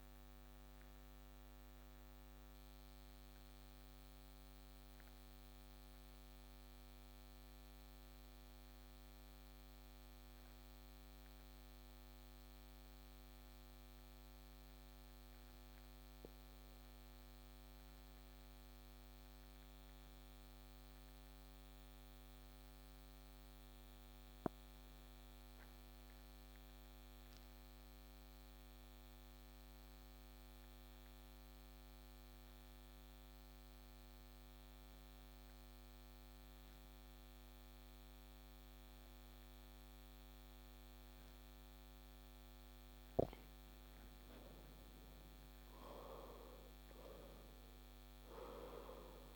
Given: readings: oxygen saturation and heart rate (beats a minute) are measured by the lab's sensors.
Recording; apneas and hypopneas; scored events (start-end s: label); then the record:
breathing in sleep, hard to hear, by a microphone on the trachea; 1
0.50-41.50 s: obstructive apnea (oxygen 98% before, 88% lowest)
41.00-49.36 s: oxygen desaturation (device-marked, oxygen 96% before, 88% lowest)
43.00-48.50 s: arousal
From the record:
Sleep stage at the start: N2 (light sleep); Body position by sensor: on the back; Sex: male